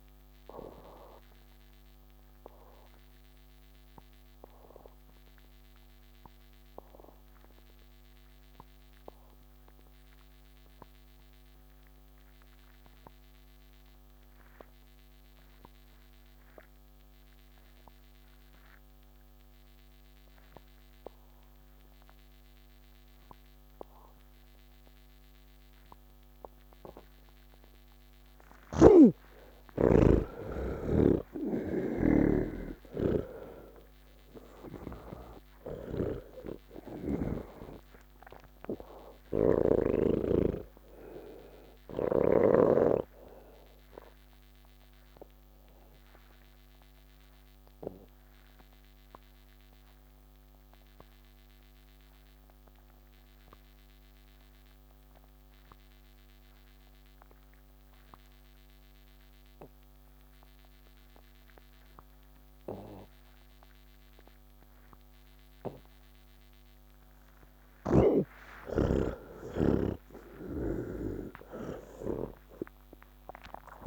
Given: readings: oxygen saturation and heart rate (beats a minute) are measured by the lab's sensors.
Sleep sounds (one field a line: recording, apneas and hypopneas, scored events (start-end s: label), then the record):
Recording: breathing in sleep by a microphone on the trachea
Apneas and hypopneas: 2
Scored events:
0.00-13.50 s: oxygen desaturation (device-marked, oxygen 77% lowest, heart rate 66 extreme)
1.00-29.00 s: obstructive apnea (oxygen 98% before, 77% lowest, heart rate 126 before, 55 extreme, up 49 after)
25.50-53.50 s: oxygen desaturation (device-marked, oxygen 99% before, 80% lowest, heart rate 129 before, 26 extreme)
29.00-32.50 s: snoring (device-marked)
45.00-68.00 s: obstructive apnea (oxygen 99% before, 80% lowest, heart rate 103 before, 26 extreme)
60.50-73.87 s: oxygen desaturation (device-marked, oxygen 98% before, 81% lowest)
68.00-73.87 s: snoring (device-marked)
From the record:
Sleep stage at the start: N2 (light sleep)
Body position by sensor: on the back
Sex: male